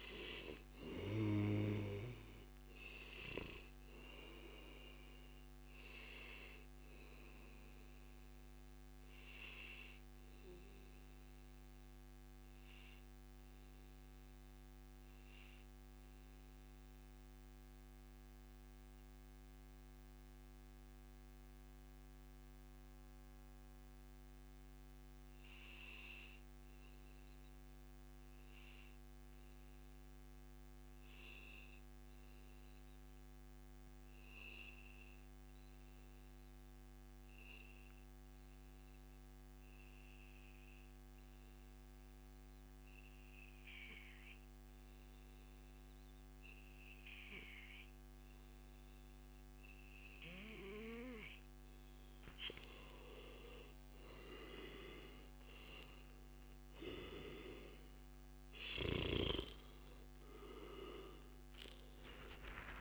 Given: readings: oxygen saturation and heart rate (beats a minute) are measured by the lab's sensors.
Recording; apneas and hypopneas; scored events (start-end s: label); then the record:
breathing in sleep by a microphone on the trachea; 1
0.00-3.00 s: oxygen desaturation (device-marked, oxygen 92% lowest, heart rate 97 extreme)
7.00-9.00 s: long interval between heartbeats (device-marked, heart rate 113 before, 97 extreme)
9.00-49.50 s: mixed apnea (oxygen 98% before, 92% lowest, heart rate 112 before, 97 extreme, up 27 after)
10.50-12.50 s: long interval between heartbeats (device-marked, heart rate 112 before, 106 extreme)
27.00-29.00 s: long interval between heartbeats (device-marked, heart rate 107 before, 114 extreme)
39.50-41.50 s: long interval between heartbeats (device-marked, heart rate 108 before, 107 extreme)
45.50-47.50 s: long interval between heartbeats (device-marked, heart rate 108 before, 105 extreme)
50.00-62.81 s: oxygen desaturation (device-marked, oxygen 97% before, 92% lowest, heart rate 106 before, 106 extreme)
56.50-62.00 s: arousal
From the record:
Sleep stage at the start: N2 (light sleep); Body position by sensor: on the back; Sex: male